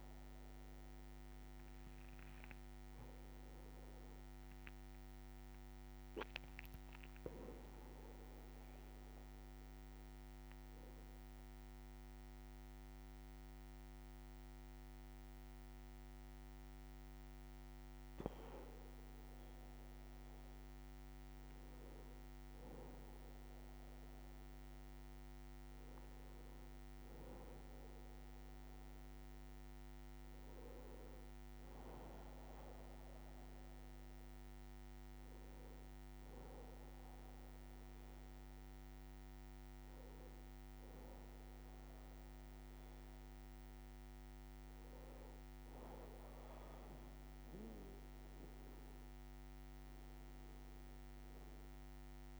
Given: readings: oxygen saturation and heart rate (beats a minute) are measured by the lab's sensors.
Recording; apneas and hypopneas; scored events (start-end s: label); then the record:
a person partly awake in a sleep study, hard to hear, by a microphone on the trachea; none
21.00-52.40 s: new sleep stage, N1 (lightest sleep)
From the record:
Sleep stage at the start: awake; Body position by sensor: on the back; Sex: male